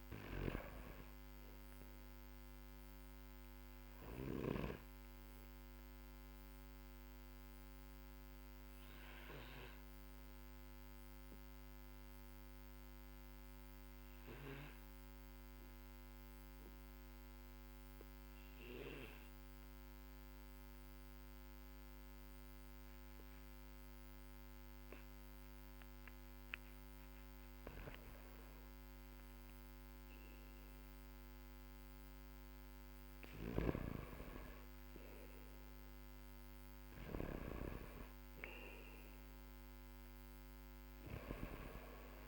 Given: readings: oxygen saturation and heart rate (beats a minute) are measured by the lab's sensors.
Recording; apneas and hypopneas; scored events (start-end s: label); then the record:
breathing in sleep by a microphone on the trachea; 1
0.00-1.00 s: arousal
0.00-21.00 s: oxygen desaturation (device-marked, oxygen 98% before, 94% lowest, heart rate 50 before, 45 extreme)
4.50-27.50 s: obstructive apnea (oxygen 99% before, 94% lowest, heart rate 49 before, 45 extreme, up 9 after)
28.50-31.50 s: arousal
32.50-37.00 s: snoring (device-marked)
From the record:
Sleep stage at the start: N2 (light sleep); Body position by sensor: on the back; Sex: male